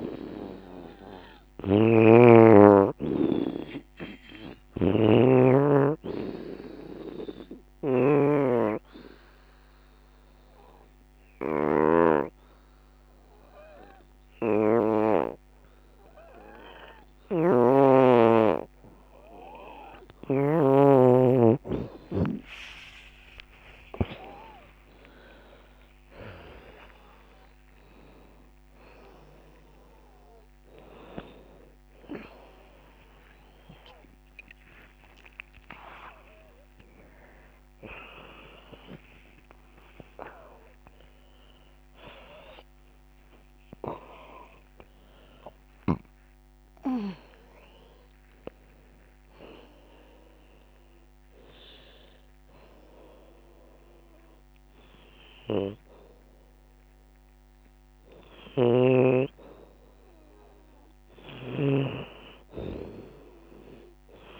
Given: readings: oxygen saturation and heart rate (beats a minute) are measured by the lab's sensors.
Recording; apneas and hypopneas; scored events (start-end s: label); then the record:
a person partly awake in a sleep study, by a microphone on the trachea; 1
0.00-5.00 s: oxygen desaturation (device-marked, oxygen 82% lowest, heart rate 65 extreme)
8.50-20.50 s: obstructive apnea (oxygen 93% before, 83% lowest, heart rate 78 before, 65 extreme)
20.00-50.00 s: new sleep stage, awake
22.50-24.50 s: long interval between heartbeats (device-marked, heart rate 74 before, 93 extreme)
23.00-38.00 s: oxygen desaturation (device-marked, oxygen 91% before, 83% lowest, heart rate 76 before, 82 extreme)
24.50-26.50 s: long interval between heartbeats (device-marked, heart rate 77 before, 126 extreme)
25.00-34.00 s: drop in pulse transit time (device-marked, heart rate 80 before, 96 extreme)
39.00-41.00 s: long interval between heartbeats (device-marked, heart rate 104 before, 105 extreme)
42.00-55.00 s: drop in pulse transit time (device-marked, heart rate 111 before, 97 extreme)
50.00-64.40 s: new sleep stage, N2 (light sleep)
From the record:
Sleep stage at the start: N2 (light sleep); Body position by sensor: on the back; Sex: female